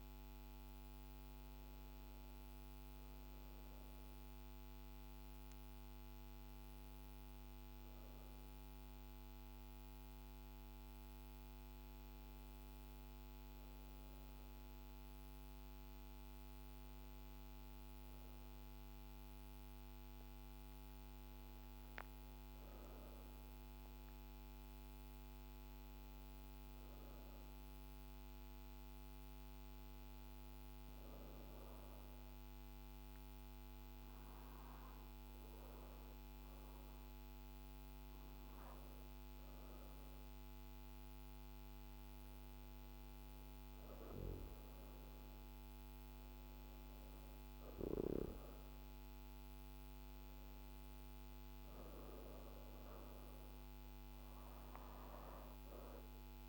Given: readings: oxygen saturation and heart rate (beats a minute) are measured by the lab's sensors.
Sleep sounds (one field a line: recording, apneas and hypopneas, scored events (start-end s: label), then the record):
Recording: breathing in sleep, hard to hear, by a microphone on the trachea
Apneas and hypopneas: none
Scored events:
0.00-7.50 s: oxygen desaturation (device-marked, oxygen 89% lowest, heart rate 51 extreme)
47.50-56.49 s: oxygen desaturation (device-marked, oxygen 96% before, 92% lowest, heart rate 54 before, 47 extreme)
From the record:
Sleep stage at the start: N2 (light sleep)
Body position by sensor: on the back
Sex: female